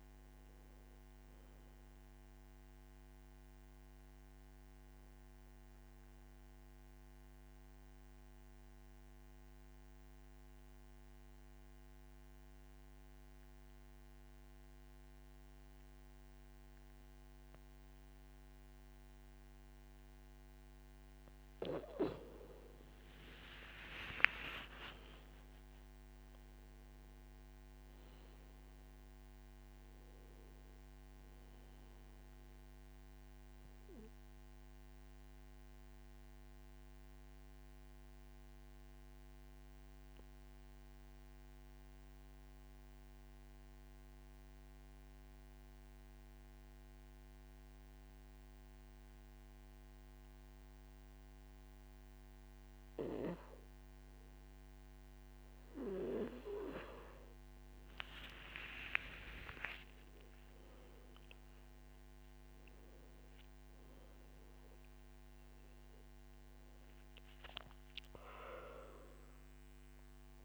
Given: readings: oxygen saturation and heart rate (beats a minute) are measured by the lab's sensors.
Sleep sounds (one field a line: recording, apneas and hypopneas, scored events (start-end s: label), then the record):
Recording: breathing in sleep by a microphone on the trachea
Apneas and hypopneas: 2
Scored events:
0.00-1.00 s: oxygen desaturation (device-marked, oxygen 92% lowest, heart rate 55 extreme)
6.50-21.50 s: central apnea (oxygen 97% before, 91% lowest, heart rate 64 before, 52 extreme, up 21 after)
24.00-26.00 s: long interval between heartbeats (device-marked, heart rate 57 before, 70 extreme)
24.00-28.50 s: arousal
25.00-49.00 s: oxygen desaturation (device-marked, oxygen 99% before, 91% lowest, heart rate 58 before, 52 extreme)
34.00-52.50 s: obstructive apnea (oxygen 99% before, 91% lowest, heart rate 63 before, 52 extreme, up 10 after)
58.50-63.50 s: arousal
64.00-70.45 s: oxygen desaturation (device-marked, oxygen 97% before, 91% lowest, heart rate 57 before, 50 extreme)
From the record:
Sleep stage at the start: N2 (light sleep)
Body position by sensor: on the back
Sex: male